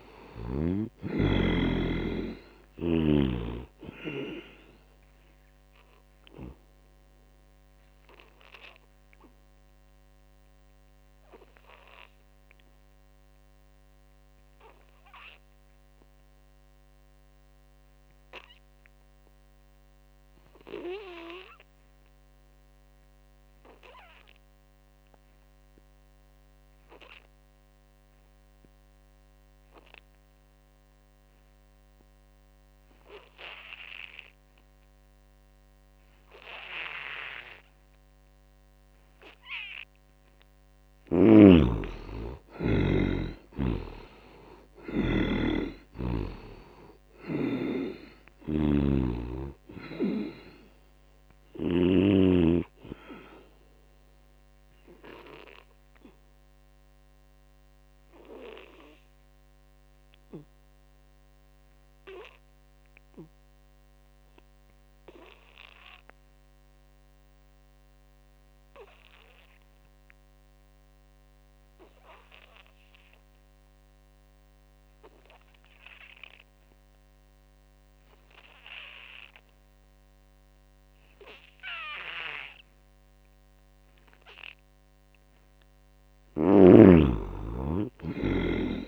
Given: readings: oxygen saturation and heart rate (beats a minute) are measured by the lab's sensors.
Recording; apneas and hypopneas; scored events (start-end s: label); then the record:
breathing in sleep by a microphone on the trachea; 2
0.00-20.50 s: oxygen desaturation (device-marked, oxygen 71% lowest, heart rate 58 extreme)
5.50-38.50 s: obstructive apnea (oxygen 98% before, 70% lowest, heart rate 69 before, 58 extreme, up 10 after)
25.50-64.50 s: oxygen desaturation (device-marked, oxygen 98% before, 70% lowest, heart rate 81 before, 58 extreme)
41.00-45.00 s: arousal
48.00-51.50 s: snoring (device-marked)
53.50-84.50 s: obstructive apnea (oxygen 98% before, 70% lowest, heart rate 68 before, 63 extreme, up 1 after)
76.50-88.88 s: oxygen desaturation (device-marked, oxygen 98% before, 71% lowest, heart rate 78 before, 63 extreme)
86.00-88.88 s: snoring (device-marked)
87.00-88.88 s: arousal
From the record:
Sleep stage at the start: N2 (light sleep); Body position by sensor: on the back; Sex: male